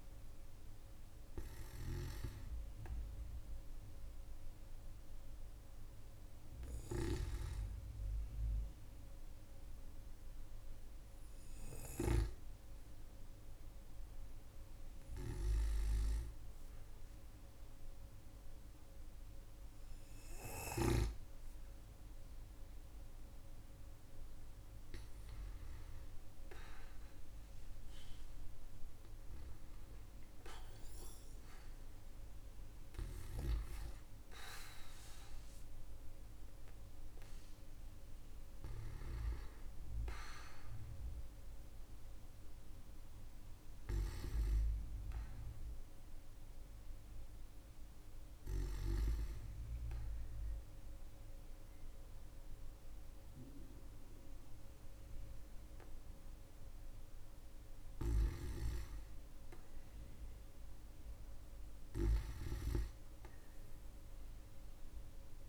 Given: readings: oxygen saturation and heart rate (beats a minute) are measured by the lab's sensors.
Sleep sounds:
breathing in sleep by a room microphone; 1
0.00-9.50 s: oxygen desaturation (device-marked, oxygen 93% lowest, heart rate 49 extreme)
4.00-21.50 s: hypopnea (oxygen 96% before, 92% lowest, heart rate 78 before, 49 extreme, up 23 after)
25.50-30.00 s: arousal
31.50-33.50 s: tachycardia (device-marked, heart rate 62 before, 94 extreme)
35.50-38.50 s: tachycardia (device-marked, heart rate 62 before, 105 extreme)
From the record:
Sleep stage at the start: N2 (light sleep); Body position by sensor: on the back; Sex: male

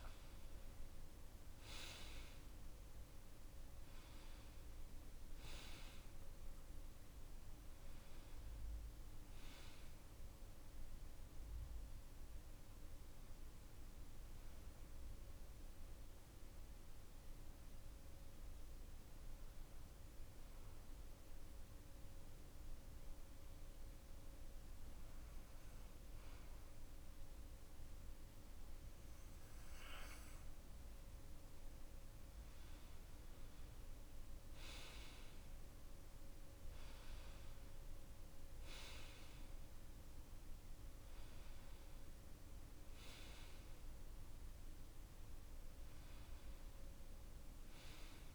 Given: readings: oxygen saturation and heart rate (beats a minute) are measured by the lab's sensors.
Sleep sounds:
breathing in sleep, hard to hear, by a room microphone; 1
12.50-28.00 s: hypopnea (oxygen 96% before, 93% lowest, heart rate 33 before, 27 extreme, up 24 after)
30.50-33.50 s: arousal
31.50-48.35 s: oxygen desaturation (device-marked, oxygen 97% before, 93% lowest)
From the record:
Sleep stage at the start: N2 (light sleep); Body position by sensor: on the back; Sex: male

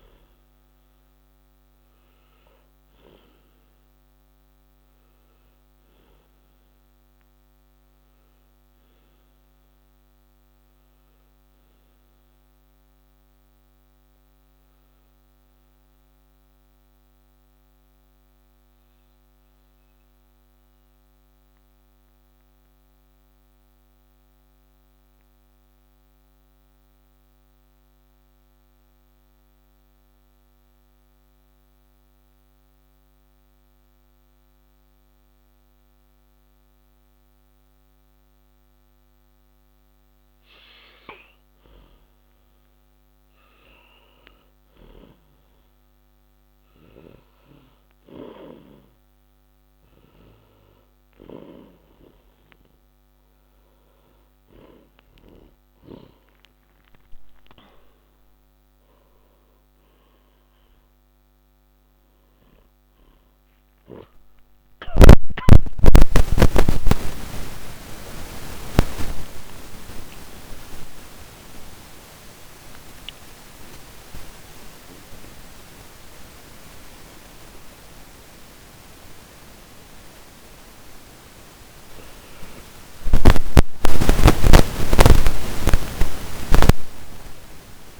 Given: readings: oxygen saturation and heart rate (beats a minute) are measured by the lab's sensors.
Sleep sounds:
breathing in sleep by a microphone on the trachea; 1
0.50-23.50 s: oxygen desaturation (device-marked, oxygen 97% before, 92% lowest, heart rate 93 before, 133 extreme)
3.00-40.00 s: obstructive apnea (oxygen 97% before, 92% lowest, heart rate 93 before, 106 extreme, up 9 after)
42.00-46.00 s: arousal
50.50-73.50 s: oxygen desaturation (device-marked, oxygen 97% before, 92% lowest, heart rate 155 before, 48 extreme)
81.00-87.00 s: arousal
From the record:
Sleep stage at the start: N2 (light sleep); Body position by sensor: on the back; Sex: male

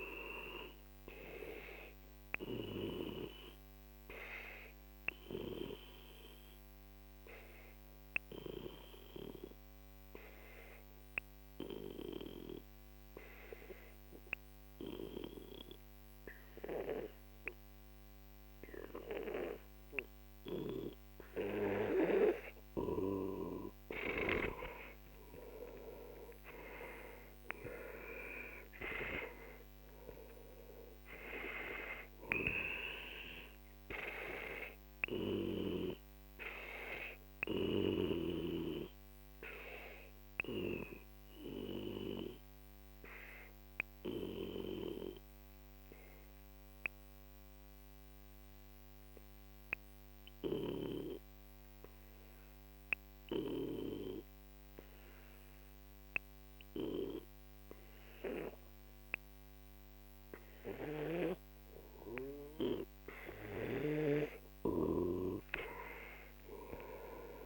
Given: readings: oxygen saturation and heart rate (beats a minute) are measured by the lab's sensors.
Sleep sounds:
breathing in sleep by a microphone on the trachea; 2
0.00-8.00 s: oxygen desaturation (device-marked, oxygen 91% lowest, heart rate 44 extreme)
3.50-23.00 s: obstructive apnea (oxygen 97% before, 92% lowest, heart rate 70 before, 42 extreme, up 30 after)
24.50-28.50 s: arousal
26.00-47.00 s: oxygen desaturation (device-marked, oxygen 97% before, 92% lowest, heart rate 50 before, 42 extreme)
35.50-63.00 s: obstructive apnea (oxygen 97% before, 92% lowest, heart rate 62 before, 42 extreme, up 21 after)
64.00-67.45 s: oxygen desaturation (device-marked, oxygen 97% before, 92% lowest, heart rate 49 before, 44 extreme)
66.00-67.45 s: arousal
From the record:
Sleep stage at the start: N2 (light sleep); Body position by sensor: on the back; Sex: male

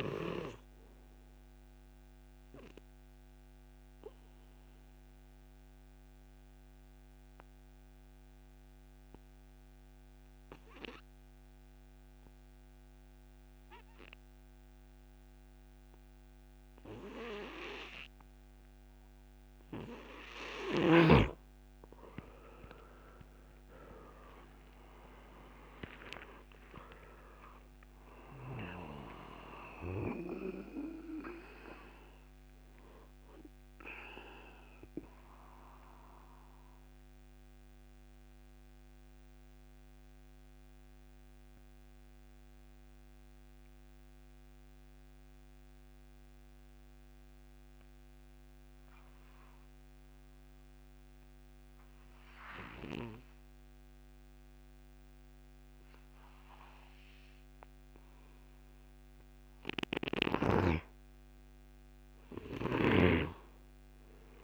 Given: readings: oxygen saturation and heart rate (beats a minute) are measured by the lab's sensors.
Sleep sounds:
breathing in sleep by a microphone on the trachea; 2
0.00-17.00 s: oxygen desaturation (device-marked, oxygen 89% lowest)
0.50-19.50 s: obstructive apnea (oxygen 99% before, 85% lowest)
22.00-26.00 s: arousal
26.00-51.00 s: oxygen desaturation (device-marked, oxygen 96% before, 85% lowest)
37.50-60.00 s: mixed apnea (oxygen 96% before, 83% lowest)
58.00-64.44 s: oxygen desaturation (device-marked, oxygen 99% before, 87% lowest)
63.00-64.44 s: arousal
From the record:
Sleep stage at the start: N2 (light sleep); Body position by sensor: on the back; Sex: male

